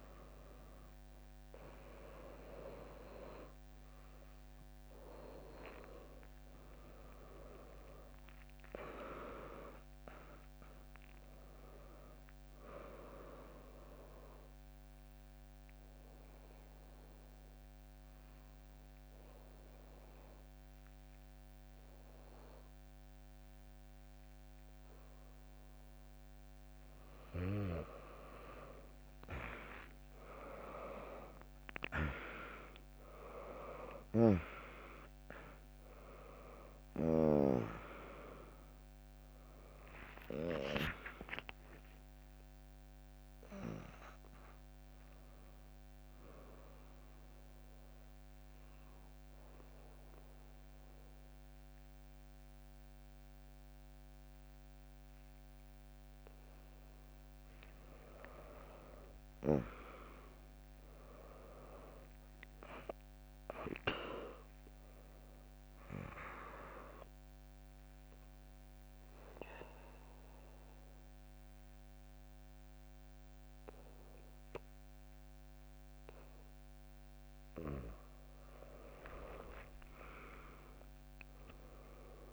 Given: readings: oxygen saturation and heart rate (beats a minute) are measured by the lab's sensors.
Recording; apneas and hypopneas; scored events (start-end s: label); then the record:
breathing in sleep by a microphone on the trachea; 3
4.00-19.00 s: drop in pulse transit time (device-marked, heart rate 86 before, 79 extreme)
8.00-10.00 s: long interval between heartbeats (device-marked, heart rate 84 before, 91 extreme)
14.50-26.50 s: obstructive apnea (oxygen 100% before, 96% lowest, heart rate 87 before, 62 extreme, up 1 after)
29.00-34.00 s: arousal
31.00-50.00 s: oxygen desaturation (device-marked, oxygen 99% before, 96% lowest, heart rate 79 before, 78 extreme)
36.00-50.00 s: drop in pulse transit time (device-marked, heart rate 73 before, 73 extreme)
38.00-44.00 s: tachycardia (device-marked, heart rate 76 before, 109 extreme)
41.50-43.50 s: long interval between heartbeats (device-marked, heart rate 72 before, 109 extreme)
46.00-57.00 s: obstructive apnea (oxygen 99% before, 96% lowest, heart rate 80 before, 63 extreme, up 3 after)
58.00-61.50 s: arousal
67.00-78.00 s: obstructive apnea (oxygen 100% before, 97% lowest, heart rate 81 before, 62 extreme)
From the record:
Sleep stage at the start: N2 (light sleep); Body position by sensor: on the back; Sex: female